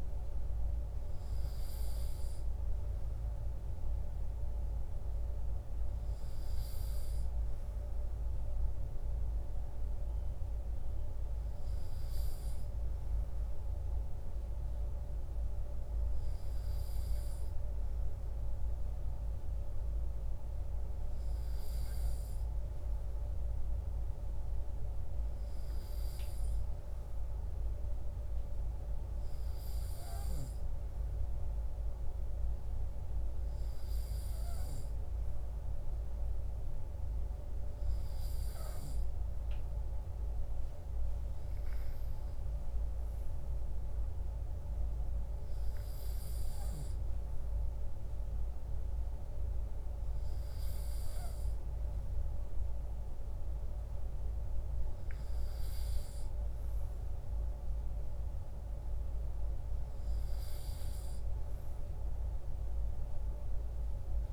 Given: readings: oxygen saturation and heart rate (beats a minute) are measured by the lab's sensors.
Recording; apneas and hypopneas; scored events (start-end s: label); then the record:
breathing in sleep, hard to hear, by a room microphone; none
none scored
From the record:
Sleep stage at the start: N2 (light sleep); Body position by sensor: on the right side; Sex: male